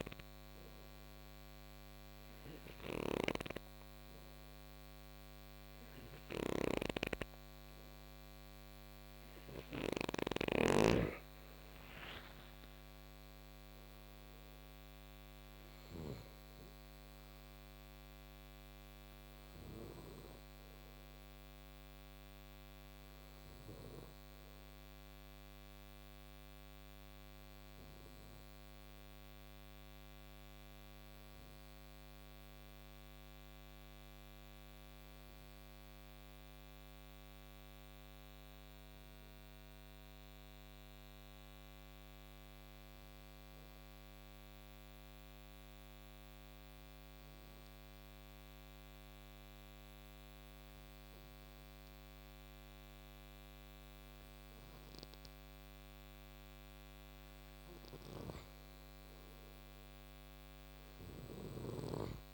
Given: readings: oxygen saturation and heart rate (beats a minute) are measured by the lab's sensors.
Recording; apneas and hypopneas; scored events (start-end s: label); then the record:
breathing in sleep by a microphone on the trachea; 1
0.00-15.50 s: snoring (device-marked)
10.00-14.50 s: arousal
27.00-53.50 s: obstructive apnea (oxygen 94% before, 91% lowest, heart rate 63 before, 55 extreme, up 7 after)
57.50-62.34 s: oxygen desaturation (device-marked, oxygen 97% before, 92% lowest, heart rate 60 before, 55 extreme)
57.50-62.34 s: snoring (device-marked)
59.00-62.34 s: arousal
From the record:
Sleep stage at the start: N2 (light sleep); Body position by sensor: on the right side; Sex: male